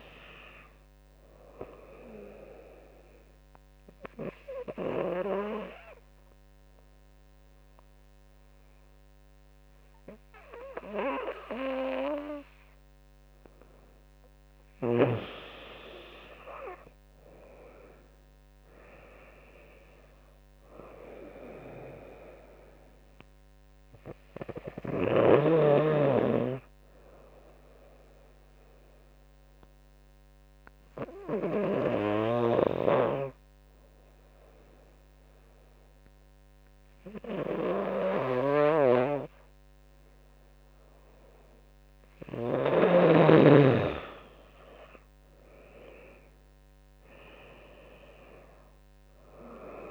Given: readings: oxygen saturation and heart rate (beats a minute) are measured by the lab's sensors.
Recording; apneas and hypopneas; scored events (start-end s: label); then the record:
breathing in sleep by a microphone on the trachea; 2
0.00-5.00 s: drop in pulse transit time (device-marked, heart rate 79 extreme)
0.00-15.00 s: oxygen desaturation (device-marked, oxygen 94% lowest, heart rate 72 extreme)
2.00-13.50 s: obstructive apnea (oxygen 97% before, 92% lowest, heart rate 76 before, 72 extreme, up 9 after)
16.00-20.00 s: arousal
16.00-27.00 s: drop in pulse transit time (device-marked, heart rate 81 before, 76 extreme)
28.50-42.00 s: obstructive apnea (oxygen 97% before, 92% lowest, heart rate 80 before, 71 extreme, up 13 after)
32.50-43.00 s: snoring (device-marked)
42.50-47.00 s: arousal
44.00-49.91 s: drop in pulse transit time (device-marked, heart rate 75 before, 74 extreme)
48.00-49.91 s: oxygen desaturation (device-marked, oxygen 97% before, 92% lowest, heart rate 75 before, 71 extreme)
From the record:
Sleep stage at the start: N2 (light sleep); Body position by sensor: on the right side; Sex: female